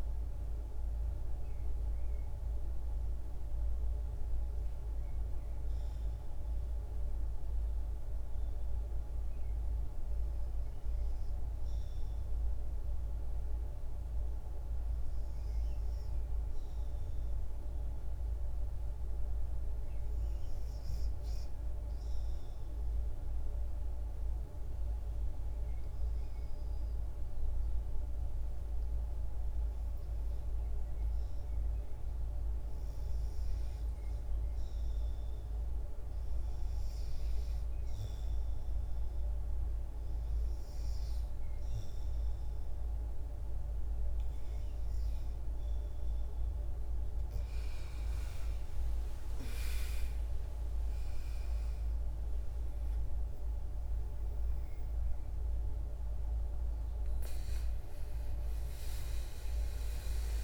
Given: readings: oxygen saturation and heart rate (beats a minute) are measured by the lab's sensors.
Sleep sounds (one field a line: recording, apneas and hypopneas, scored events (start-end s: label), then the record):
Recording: breathing in sleep, hard to hear, by a room microphone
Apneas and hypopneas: 1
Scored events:
0.00-1.00 s: oxygen desaturation (device-marked, oxygen 86% lowest, heart rate 57 extreme)
7.50-34.50 s: hypopnea (oxygen 98% before, 89% lowest, heart rate 66 before, 57 extreme, up 2 after)
26.00-51.00 s: oxygen desaturation (device-marked, oxygen 97% before, 89% lowest, heart rate 58 before, 57 extreme)
46.50-51.50 s: arousal
From the record:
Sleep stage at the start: REM sleep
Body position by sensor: on the back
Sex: female